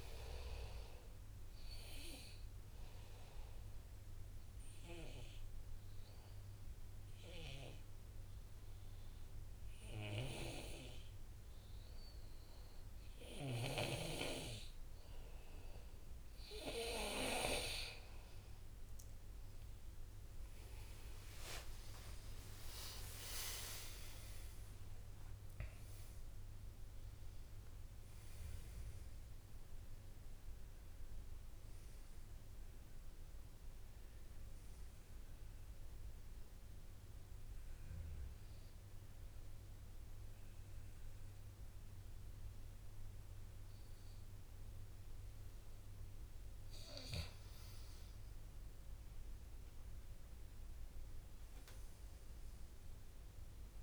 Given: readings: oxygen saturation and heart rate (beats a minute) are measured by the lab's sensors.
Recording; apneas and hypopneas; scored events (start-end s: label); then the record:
breathing in sleep by a room microphone; 2
3.50-18.00 s: obstructive apnea (oxygen 99% before, 92% lowest, heart rate 65 before, 59 extreme, up 39 after)
19.50-24.00 s: arousal
20.50-47.50 s: oxygen desaturation (device-marked, oxygen 98% before, 92% lowest, heart rate 64 before, 57 extreme)
22.50-24.50 s: long interval between heartbeats (device-marked, heart rate 64 before, 75 extreme)
37.50-47.50 s: obstructive apnea (oxygen 98% before, 93% lowest, heart rate 76 before, 57 extreme, up 4 after)
49.50-53.00 s: arousal
From the record:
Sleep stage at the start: N2 (light sleep); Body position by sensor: on the back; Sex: male